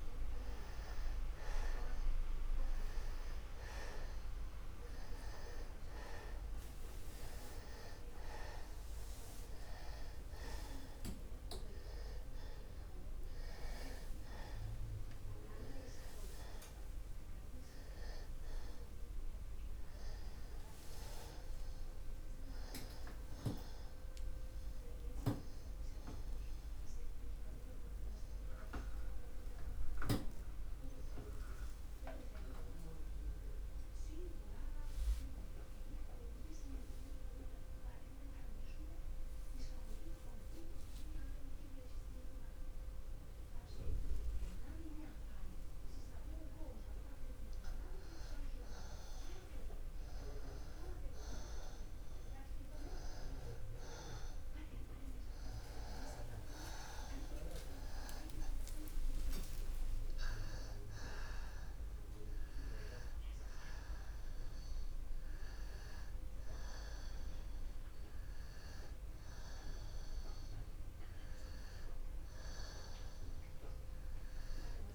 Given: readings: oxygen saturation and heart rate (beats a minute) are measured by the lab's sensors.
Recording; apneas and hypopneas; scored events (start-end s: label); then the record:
breathing in sleep by a room microphone; 1
0.00-1.50 s: arousal
0.00-33.00 s: oxygen desaturation (device-marked, oxygen 97% before, 86% lowest)
22.50-26.50 s: arousal
28.50-47.00 s: obstructive apnea (oxygen 96% before, 88% lowest)
48.50-53.00 s: arousal
60.00-74.95 s: oxygen desaturation (device-marked, oxygen 97% before, 89% lowest)
From the record:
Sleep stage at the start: N2 (light sleep); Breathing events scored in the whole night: 150 in 2.6 hours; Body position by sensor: on the back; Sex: male